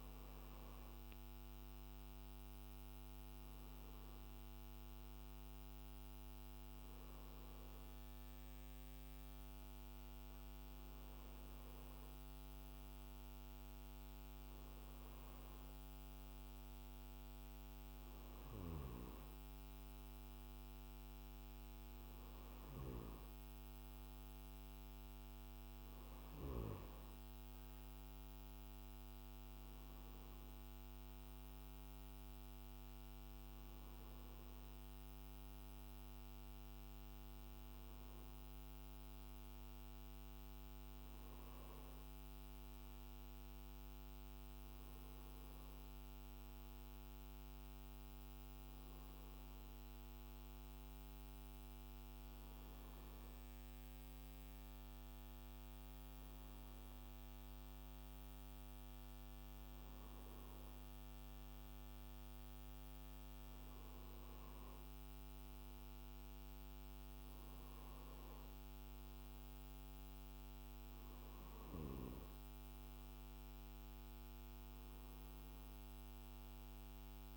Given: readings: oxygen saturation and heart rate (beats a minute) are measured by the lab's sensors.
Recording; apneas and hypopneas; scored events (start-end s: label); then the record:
breathing in sleep, hard to hear, by a microphone on the trachea; none
none scored
From the record:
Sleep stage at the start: N2 (light sleep); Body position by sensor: on the right side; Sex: male